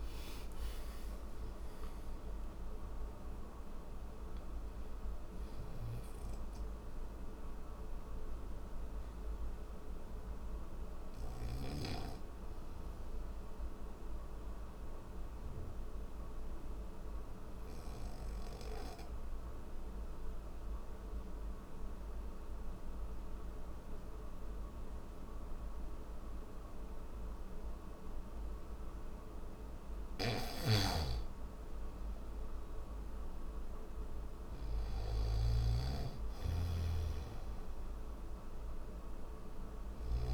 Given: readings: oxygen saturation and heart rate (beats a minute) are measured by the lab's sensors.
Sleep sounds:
breathing in sleep, hard to hear, by a room microphone; none
5.00-11.00 s: snoring (device-marked)
29.50-40.33 s: snoring (device-marked)
From the record:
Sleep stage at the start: N3 (deep sleep); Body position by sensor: on the back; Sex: male

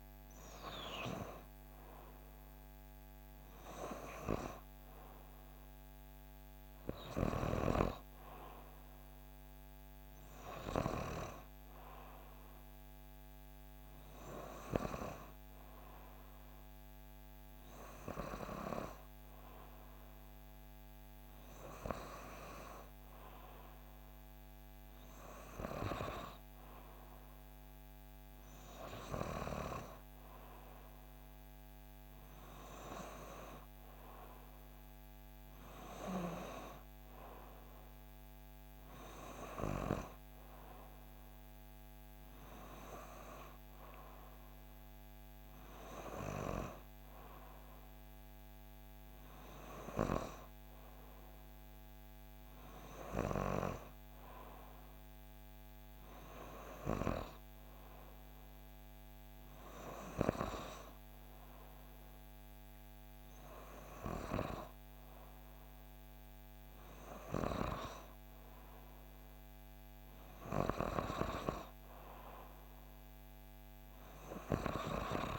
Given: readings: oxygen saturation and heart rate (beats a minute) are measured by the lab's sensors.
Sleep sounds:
breathing in sleep by a microphone on the trachea; none
none scored
From the record:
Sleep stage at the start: N2 (light sleep); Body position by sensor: on the back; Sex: female

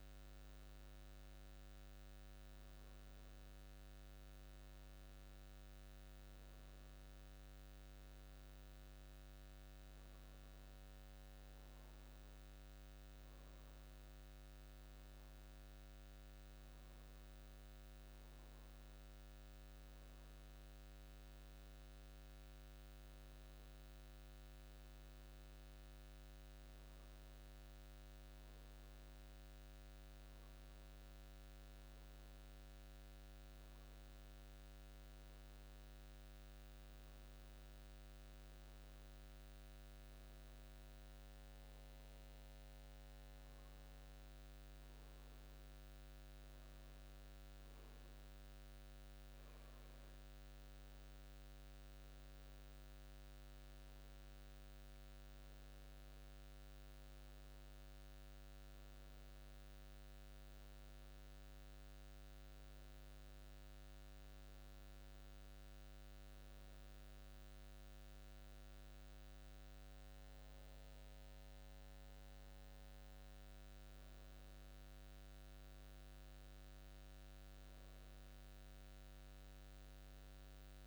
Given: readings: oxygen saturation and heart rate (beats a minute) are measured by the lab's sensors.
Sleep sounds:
breathing in sleep, hard to hear, by a microphone on the trachea; none
none scored
From the record:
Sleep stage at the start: N2 (light sleep); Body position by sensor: on the back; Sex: male

